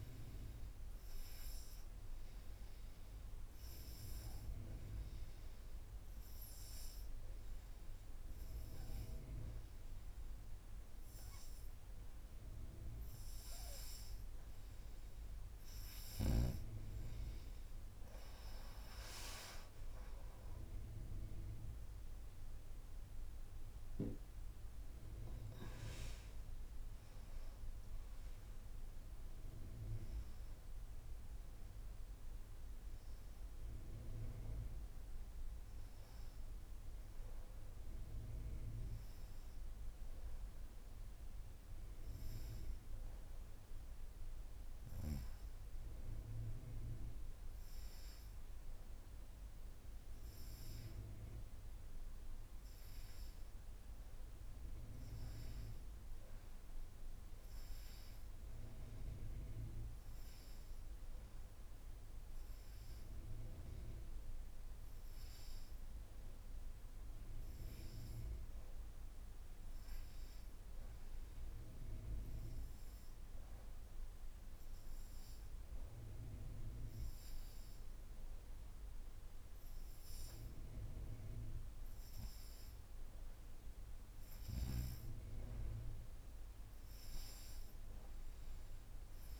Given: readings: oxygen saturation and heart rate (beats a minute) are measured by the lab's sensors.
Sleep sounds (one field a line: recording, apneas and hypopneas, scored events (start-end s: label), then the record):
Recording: breathing in sleep by a room microphone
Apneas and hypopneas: 1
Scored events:
3.00-14.50 s: hypopnea (oxygen 95% before, 88% lowest, heart rate 85 before, 79 extreme, up 0 after)
16.50-19.00 s: arousal
22.50-27.50 s: oxygen desaturation (device-marked, oxygen 93% before, 88% lowest, heart rate 85 before, 83 extreme)
From the record:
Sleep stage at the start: N2 (light sleep)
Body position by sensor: upright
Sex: female